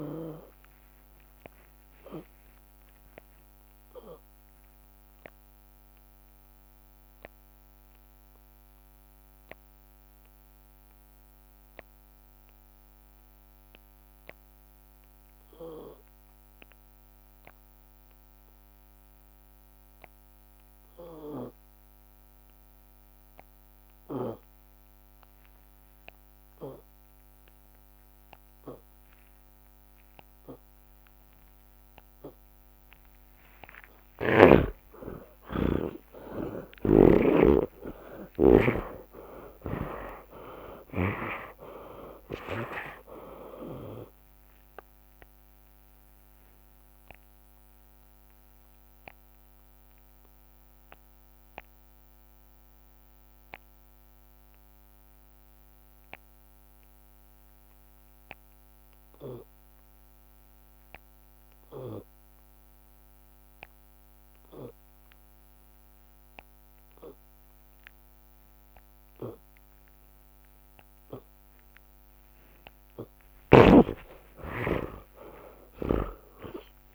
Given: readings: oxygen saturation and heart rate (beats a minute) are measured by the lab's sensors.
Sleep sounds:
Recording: breathing in sleep by a microphone on the trachea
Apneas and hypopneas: 2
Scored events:
0.00-16.50 s: oxygen desaturation (device-marked, oxygen 82% lowest)
4.00-25.00 s: obstructive apnea (oxygen 95% before, 82% lowest)
18.50-35.50 s: oxygen desaturation (device-marked, oxygen 93% before, 83% lowest)
31.50-36.50 s: tachycardia (device-marked, heart rate 60 before, 174 extreme)
35.50-39.50 s: arousal
36.00-38.00 s: long interval between heartbeats (device-marked, heart rate 40 before, 134 extreme)
36.50-40.00 s: snoring (device-marked)
46.50-71.00 s: obstructive apnea
73.50-76.95 s: arousal
75.50-76.95 s: snoring (device-marked)
From the record:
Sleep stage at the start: N2 (light sleep)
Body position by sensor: on the back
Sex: male

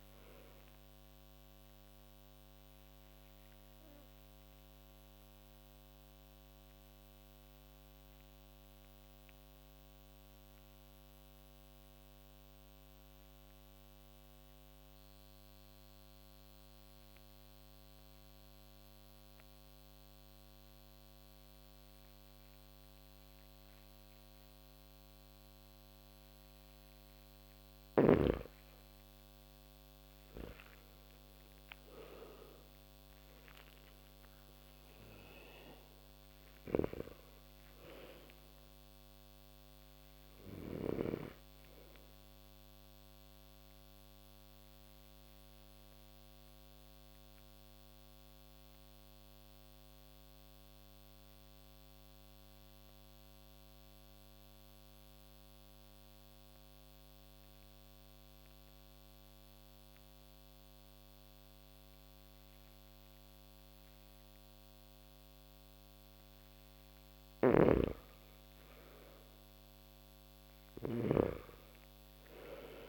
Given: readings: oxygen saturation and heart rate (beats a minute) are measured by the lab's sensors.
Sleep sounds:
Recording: breathing in sleep by a microphone on the trachea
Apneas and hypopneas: 2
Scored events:
0.00-17.00 s: oxygen desaturation (device-marked, oxygen 84% lowest)
1.50-28.50 s: obstructive apnea (oxygen 99% before, 84% lowest)
30.00-56.00 s: oxygen desaturation (device-marked, oxygen 98% before, 85% lowest)
30.50-34.00 s: arousal
43.00-67.00 s: obstructive apnea (oxygen 98% before, 85% lowest)
66.50-72.89 s: snoring (device-marked)
68.00-72.89 s: oxygen desaturation (device-marked, oxygen 97% before, 85% lowest)
70.00-72.89 s: arousal
From the record:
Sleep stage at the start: N2 (light sleep)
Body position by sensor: on the back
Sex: male

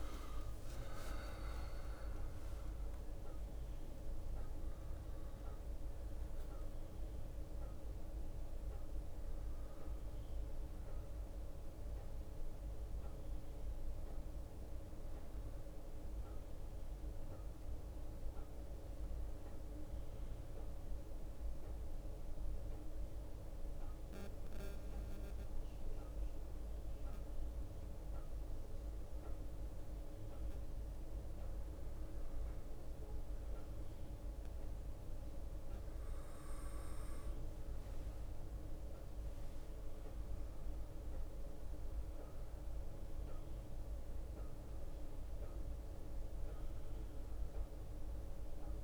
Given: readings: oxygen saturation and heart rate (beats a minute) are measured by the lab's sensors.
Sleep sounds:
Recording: breathing in sleep, hard to hear, by a room microphone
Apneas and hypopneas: 1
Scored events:
0.00-1.50 s: long interval between heartbeats (device-marked, heart rate 136 extreme)
0.00-12.50 s: drop in pulse transit time (device-marked, heart rate 47 extreme)
3.50-32.50 s: bradycardia (device-marked, heart rate 63 before, 47 extreme)
4.50-6.50 s: long interval between heartbeats (device-marked, heart rate 105 before, 96 extreme)
15.50-17.50 s: long interval between heartbeats (device-marked, heart rate 95 before, 58 extreme)
21.50-33.50 s: mixed apnea (oxygen 94% before, 91% lowest, heart rate 66 before, 26 extreme, up 3 after)
36.00-38.00 s: long interval between heartbeats (device-marked, heart rate 56 before, 60 extreme)
36.50-37.50 s: drop in pulse transit time (device-marked, heart rate 56 before, 60 extreme)
36.50-45.50 s: bradycardia (device-marked, heart rate 63 before, 26 extreme)
37.50-42.00 s: arousal
40.50-48.84 s: drop in pulse transit time (device-marked, heart rate 56 before, 26 extreme)
45.50-48.84 s: oxygen desaturation (device-marked, oxygen 95% before, 91% lowest, heart rate 51 before, 26 extreme)
From the record:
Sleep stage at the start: N1 (lightest sleep)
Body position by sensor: on the right side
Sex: male

